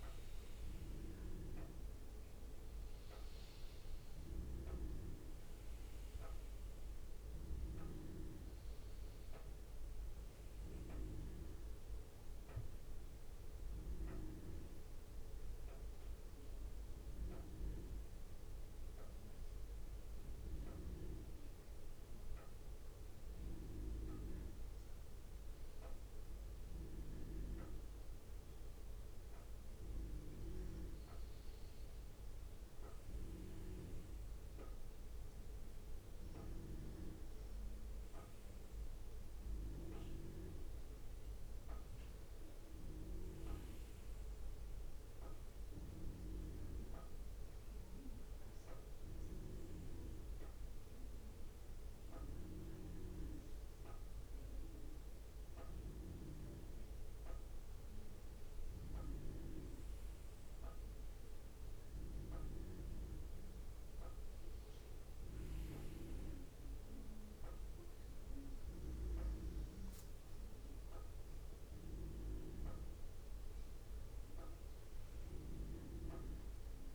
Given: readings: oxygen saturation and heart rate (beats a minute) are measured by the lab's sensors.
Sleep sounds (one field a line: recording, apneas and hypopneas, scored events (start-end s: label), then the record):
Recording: breathing in sleep by a room microphone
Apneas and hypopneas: 1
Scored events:
0.00-1.00 s: arousal
2.50-19.50 s: oxygen desaturation (device-marked, oxygen 96% before, 93% lowest, heart rate 59 before, 55 extreme)
12.00-25.00 s: central apnea (oxygen 97% before, 93% lowest, heart rate 59 before, 55 extreme, up 3 after)
27.00-30.00 s: arousal
From the record:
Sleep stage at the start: N2 (light sleep)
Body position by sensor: on the front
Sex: male